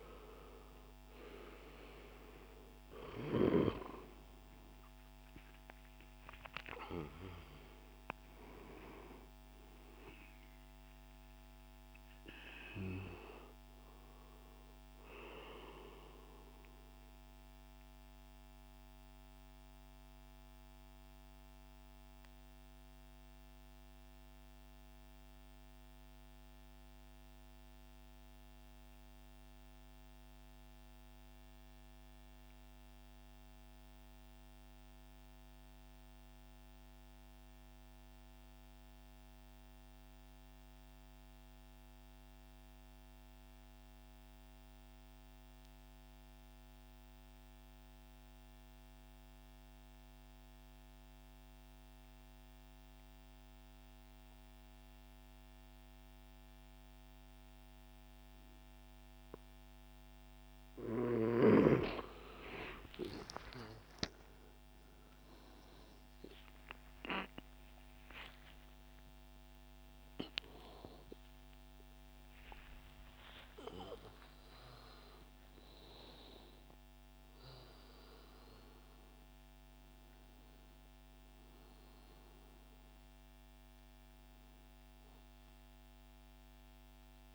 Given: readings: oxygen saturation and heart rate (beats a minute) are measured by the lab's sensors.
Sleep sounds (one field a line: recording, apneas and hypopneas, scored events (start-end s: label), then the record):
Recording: breathing in sleep by a microphone on the trachea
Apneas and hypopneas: 1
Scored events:
0.00-1.00 s: arousal
0.00-24.50 s: oxygen desaturation (device-marked, oxygen 87% lowest, heart rate 102 extreme)
15.50-59.00 s: mixed apnea (oxygen 96% before, 87% lowest)
45.50-87.35 s: oxygen desaturation (device-marked, oxygen 99% before, 87% lowest)
65.50-72.00 s: arousal
From the record:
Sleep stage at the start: N2 (light sleep)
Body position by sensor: on the right side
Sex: male